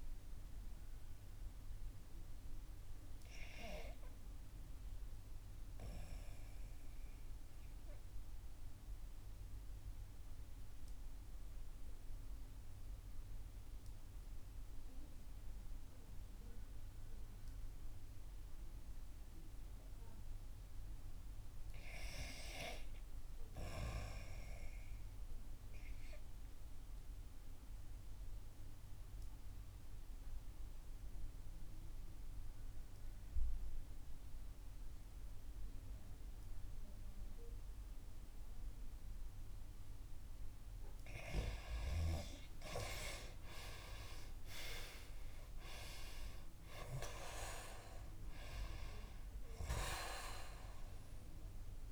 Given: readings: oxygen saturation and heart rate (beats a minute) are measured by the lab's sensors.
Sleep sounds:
breathing in sleep by a room microphone; 2
0.00-1.00 s: oxygen desaturation (device-marked, oxygen 89% lowest, heart rate 63 extreme)
0.00-4.50 s: arousal
7.00-20.00 s: obstructive apnea (oxygen 92% before, 78% lowest, heart rate 66 before, 63 extreme, up 3 after)
25.00-40.50 s: obstructive apnea (oxygen 90% before, 78% lowest, heart rate 64 before, 64 extreme, up 8 after)
26.00-46.00 s: oxygen desaturation (device-marked, oxygen 89% before, 81% lowest, heart rate 64 before, 64 extreme)
42.50-48.00 s: arousal
48.00-51.92 s: oxygen desaturation (device-marked, oxygen 85% before, 78% lowest, heart rate 66 before, 63 extreme)
From the record:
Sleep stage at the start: N2 (light sleep); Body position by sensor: on the back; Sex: female

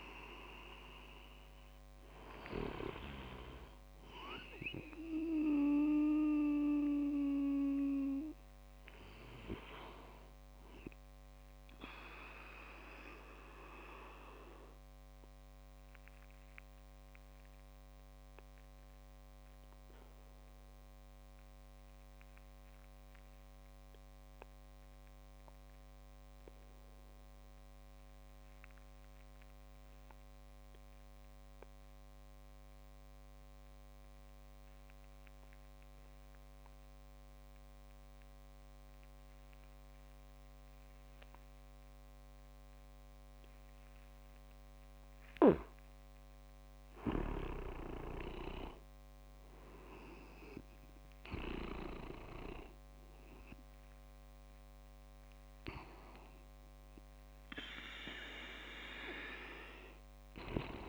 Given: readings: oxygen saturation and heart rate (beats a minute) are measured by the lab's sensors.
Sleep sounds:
breathing in sleep by a microphone on the trachea; 1
0.00-7.50 s: oxygen desaturation (device-marked, oxygen 90% lowest)
12.50-25.50 s: oxygen desaturation (device-marked, oxygen 94% before, 89% lowest)
12.50-46.50 s: obstructive apnea (oxygen 95% before, 89% lowest)
45.50-60.89 s: oxygen desaturation (device-marked, oxygen 99% before, 91% lowest)
48.00-52.00 s: arousal
From the record:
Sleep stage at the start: REM sleep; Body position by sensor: on the back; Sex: male

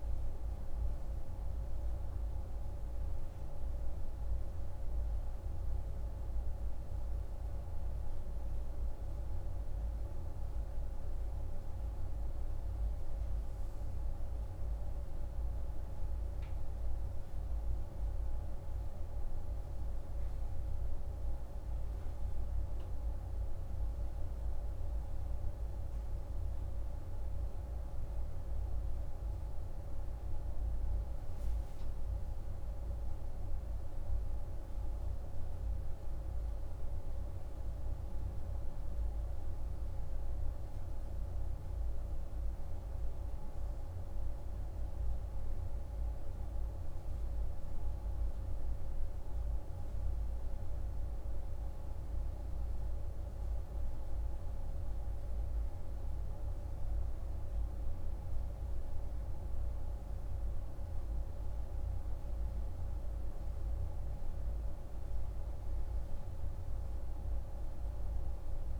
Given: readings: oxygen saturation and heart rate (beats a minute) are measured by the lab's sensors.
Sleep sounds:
breathing in sleep, hard to hear, by a room microphone; none
none scored
From the record:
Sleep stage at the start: N3 (deep sleep); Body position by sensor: on the right side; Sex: male

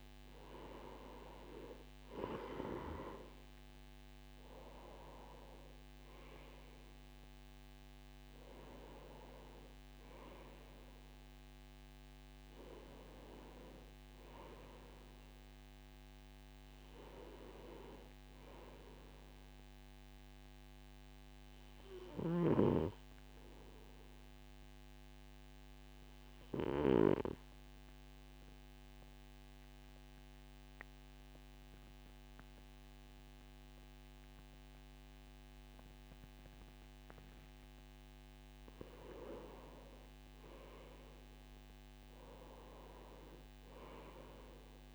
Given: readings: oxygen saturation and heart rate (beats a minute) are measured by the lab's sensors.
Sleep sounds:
breathing in sleep by a microphone on the trachea; 1
0.00-29.00 s: oxygen desaturation (device-marked, oxygen 90% lowest, heart rate 54 extreme)
23.50-37.00 s: obstructive apnea (oxygen 94% before, 91% lowest, heart rate 59 before, 53 extreme, up 8 after)
39.00-44.00 s: arousal
From the record:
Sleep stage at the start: N2 (light sleep); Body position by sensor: on the right side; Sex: male

